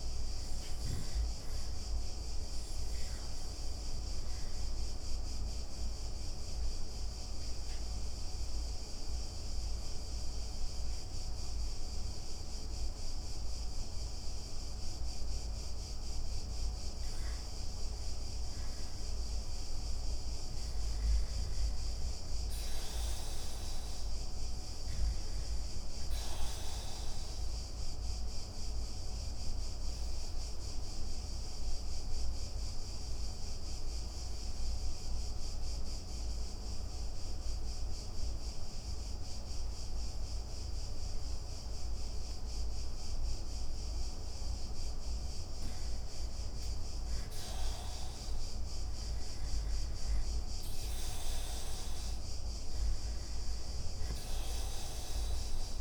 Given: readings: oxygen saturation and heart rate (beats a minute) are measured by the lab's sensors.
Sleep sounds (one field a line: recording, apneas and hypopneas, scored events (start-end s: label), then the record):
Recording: breathing in sleep, hard to hear, by a room microphone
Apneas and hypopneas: 2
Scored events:
1.50-16.50 s: obstructive apnea (oxygen 97% before, 82% lowest, heart rate 30 before, 25 extreme, up 9 after)
2.00-33.00 s: oxygen desaturation (device-marked, oxygen 97% before, 82% lowest, heart rate 30 before, 25 extreme)
19.00-22.00 s: arousal
27.00-43.50 s: obstructive apnea (oxygen 96% before, 84% lowest, heart rate 32 before, 25 extreme, up 7 after)
35.00-50.00 s: oxygen desaturation (device-marked, oxygen 95% before, 89% lowest, heart rate 33 before, 25 extreme)
47.00-51.50 s: arousal
From the record:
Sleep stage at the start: REM sleep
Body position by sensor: on the back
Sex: male